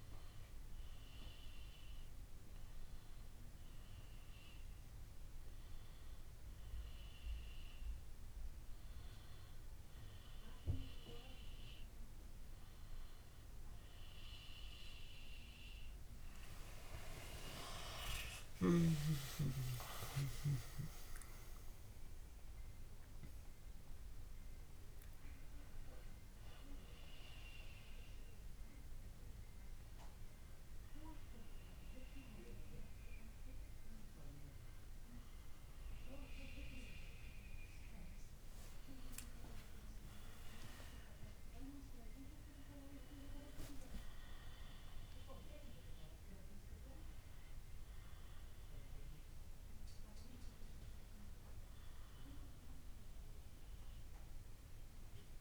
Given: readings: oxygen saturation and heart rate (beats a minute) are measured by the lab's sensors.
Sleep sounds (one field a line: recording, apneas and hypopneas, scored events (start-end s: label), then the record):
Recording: a person awake in a sleep study, by a room microphone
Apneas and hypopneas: none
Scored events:
16.00-20.00 s: arousal
From the record:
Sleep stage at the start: awake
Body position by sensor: on the back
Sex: female